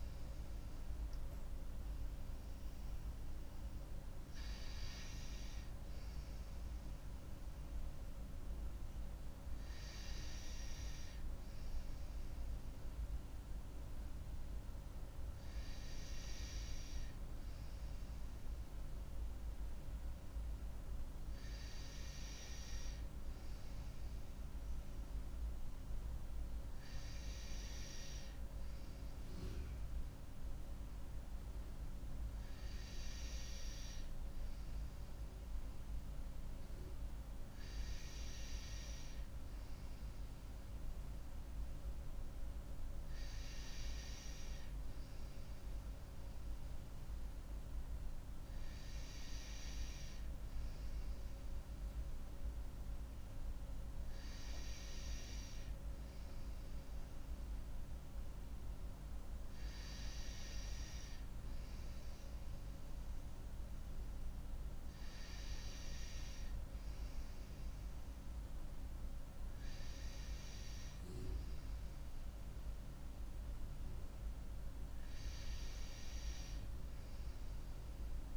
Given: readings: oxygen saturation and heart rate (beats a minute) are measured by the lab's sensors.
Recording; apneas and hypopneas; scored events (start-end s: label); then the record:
breathing in sleep, hard to hear, by a room microphone; none
none scored
From the record:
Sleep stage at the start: N2 (light sleep); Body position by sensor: on the right side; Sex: female